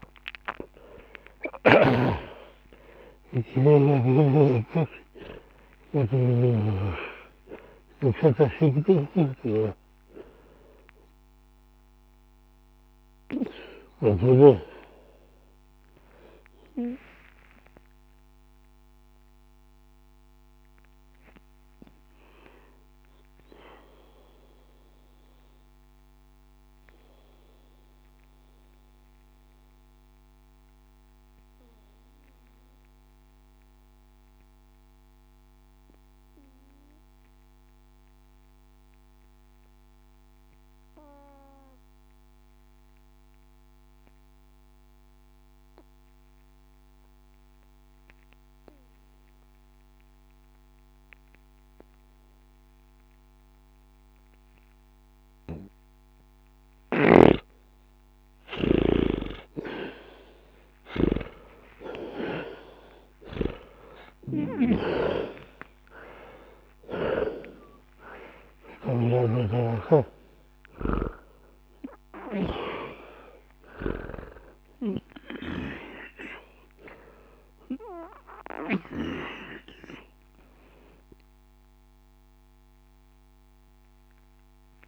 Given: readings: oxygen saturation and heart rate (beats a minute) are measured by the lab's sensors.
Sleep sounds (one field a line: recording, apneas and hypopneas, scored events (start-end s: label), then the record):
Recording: breathing in sleep by a microphone on the trachea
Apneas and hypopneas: 1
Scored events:
0.00-2.00 s: snoring (device-marked)
0.00-38.50 s: oxygen desaturation (device-marked, oxygen 78% lowest, heart rate 59 extreme)
4.00-14.50 s: snoring (device-marked)
16.00-59.00 s: mixed apnea (oxygen 96% before, 78% lowest, heart rate 63 before, 59 extreme, up 21 after)
50.50-52.50 s: bradycardia (device-marked, heart rate 72 before, 63 extreme)
56.50-61.00 s: snoring (device-marked)
60.50-84.88 s: oxygen desaturation (device-marked, oxygen 98% before, 82% lowest, heart rate 61 before, 60 extreme)
61.00-65.50 s: arousal
From the record:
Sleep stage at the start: N2 (light sleep)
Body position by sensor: on the back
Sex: male